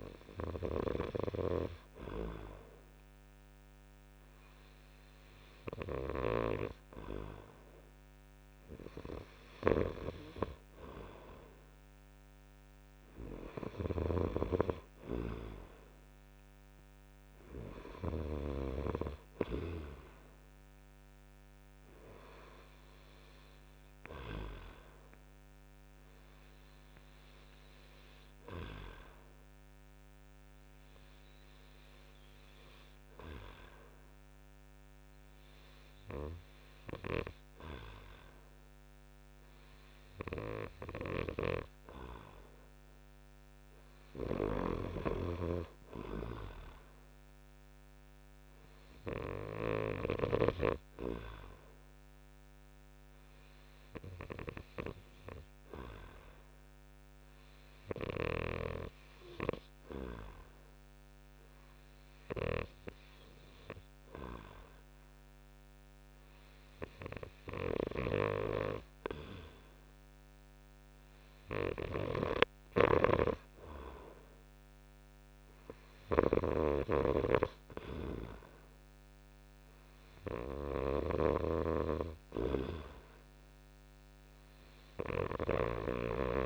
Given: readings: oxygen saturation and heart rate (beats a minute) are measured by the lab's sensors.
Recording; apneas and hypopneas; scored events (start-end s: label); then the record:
breathing in sleep by a microphone on the trachea; 2
0.50-6.50 s: snoring (device-marked)
14.00-18.50 s: snoring (device-marked)
24.50-40.50 s: obstructive apnea (oxygen 96% before, 92% lowest)
41.00-50.50 s: snoring (device-marked)
43.50-47.00 s: arousal
52.50-70.00 s: obstructive apnea (oxygen 96% before, 92% lowest)
58.00-63.00 s: snoring (device-marked)
73.00-76.00 s: arousal
73.00-86.46 s: snoring (device-marked)
From the record:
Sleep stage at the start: N2 (light sleep); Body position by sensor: on the right side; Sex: male